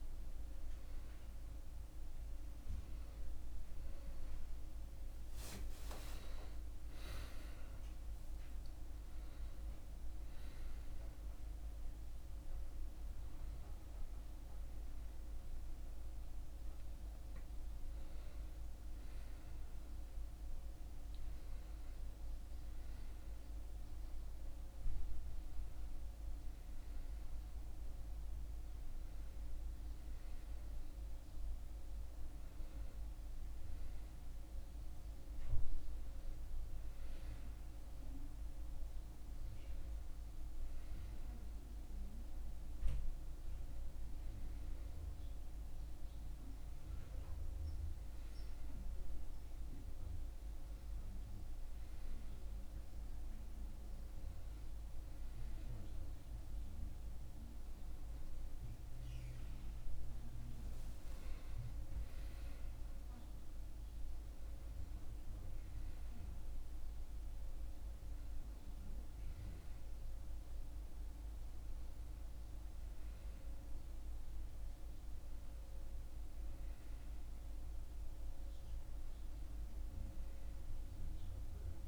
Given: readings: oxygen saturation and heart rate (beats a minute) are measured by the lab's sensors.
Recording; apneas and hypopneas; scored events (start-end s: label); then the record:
a person awake in a sleep study, hard to hear, by a room microphone; none
none scored
From the record:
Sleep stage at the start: awake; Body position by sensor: on the back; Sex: male